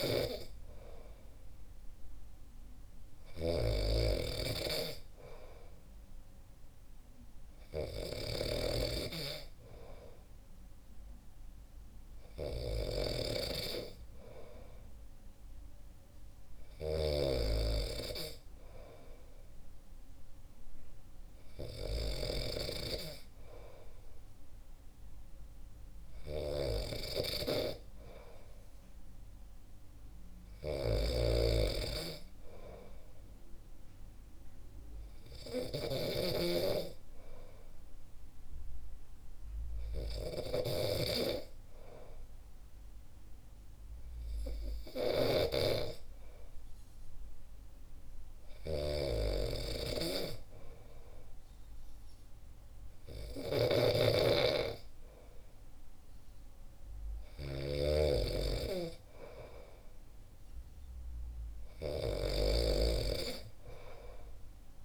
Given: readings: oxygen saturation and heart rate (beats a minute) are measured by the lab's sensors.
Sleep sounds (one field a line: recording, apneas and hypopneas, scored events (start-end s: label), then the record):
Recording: breathing in sleep by a room microphone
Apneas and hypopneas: none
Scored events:
0.00-8.50 s: snoring (device-marked)
17.00-36.50 s: snoring (device-marked)
45.00-64.85 s: snoring (device-marked)
From the record:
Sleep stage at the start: N2 (light sleep)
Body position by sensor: on the back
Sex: male